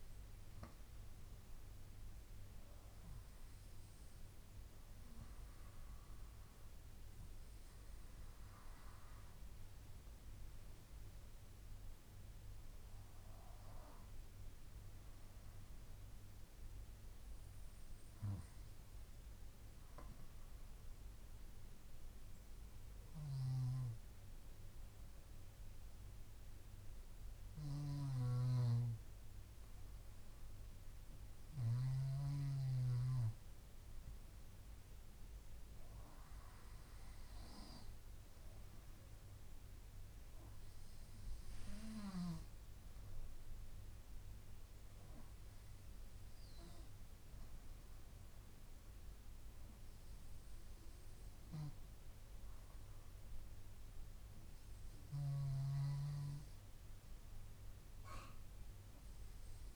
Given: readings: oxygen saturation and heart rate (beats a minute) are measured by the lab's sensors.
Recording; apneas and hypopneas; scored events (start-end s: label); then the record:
breathing in sleep by a room microphone; 1
21.50-32.50 s: hypopnea (oxygen 96% before, 94% lowest)
36.00-39.50 s: arousal
From the record:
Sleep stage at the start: N2 (light sleep); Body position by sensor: on the back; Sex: female